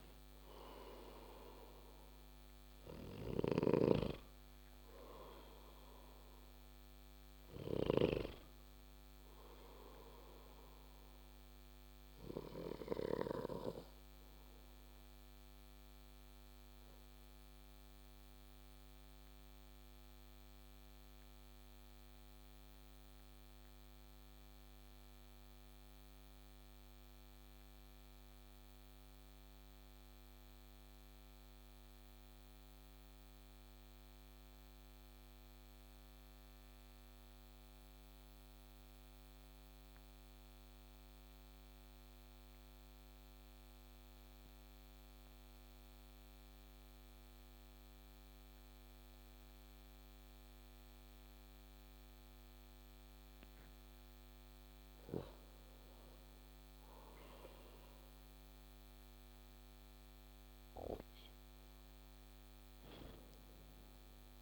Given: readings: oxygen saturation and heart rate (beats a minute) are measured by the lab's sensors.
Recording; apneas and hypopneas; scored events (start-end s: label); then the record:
breathing in sleep by a microphone on the trachea; 1
12.50-51.50 s: obstructive apnea (oxygen 97% before, 94% lowest)
54.00-57.50 s: arousal
From the record:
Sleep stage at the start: N2 (light sleep); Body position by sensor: on the back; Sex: male